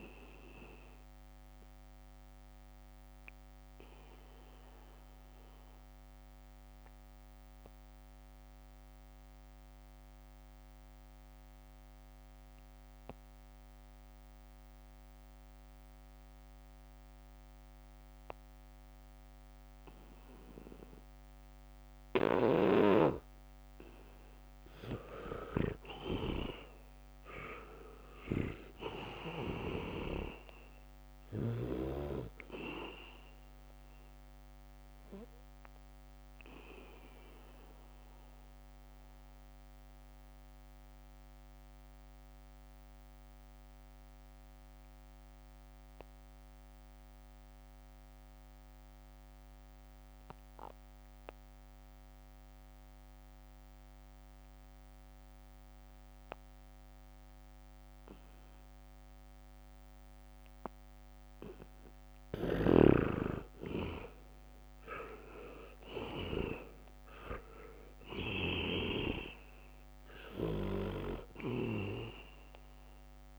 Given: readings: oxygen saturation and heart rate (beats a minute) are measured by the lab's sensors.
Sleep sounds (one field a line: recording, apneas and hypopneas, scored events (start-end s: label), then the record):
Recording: breathing in sleep by a microphone on the trachea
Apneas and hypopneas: 2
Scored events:
0.00-13.50 s: oxygen desaturation (device-marked, oxygen 82% lowest, heart rate 66 extreme)
1.00-22.50 s: obstructive apnea (oxygen 98% before, 78% lowest, heart rate 73 before, 66 extreme)
1.50-5.00 s: leg movement (device-marked)
18.50-55.50 s: oxygen desaturation (device-marked, oxygen 99% before, 80% lowest, heart rate 73 before, 66 extreme)
22.50-24.00 s: leg movement (device-marked)
25.50-29.00 s: arousal
36.50-62.00 s: mixed apnea (oxygen 99% before, 78% lowest, heart rate 71 before, 66 extreme, up 6 after)
54.50-61.50 s: leg movement (device-marked)
61.50-73.39 s: oxygen desaturation (device-marked, oxygen 99% before, 78% lowest, heart rate 70 before, 64 extreme)
64.50-68.00 s: arousal
From the record:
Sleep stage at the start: N2 (light sleep)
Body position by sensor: on the back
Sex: male